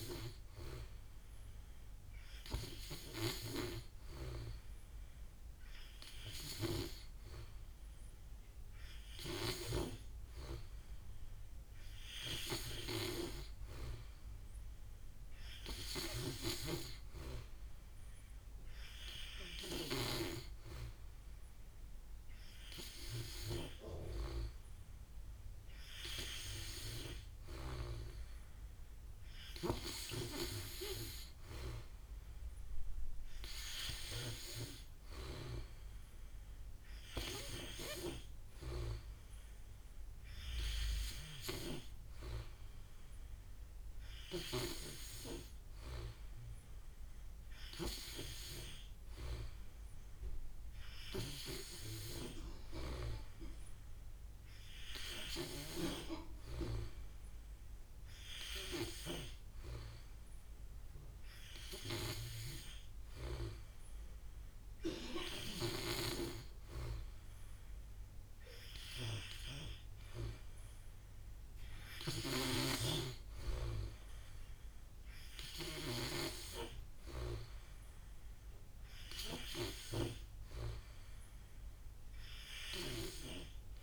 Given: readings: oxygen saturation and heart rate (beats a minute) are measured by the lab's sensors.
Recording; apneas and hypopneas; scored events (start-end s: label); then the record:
breathing in sleep by a room microphone; none
6.00-9.50 s: snoring (device-marked)
15.50-20.00 s: snoring (device-marked)
71.50-75.50 s: snoring (device-marked)
From the record:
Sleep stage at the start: N3 (deep sleep); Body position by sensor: on the back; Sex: male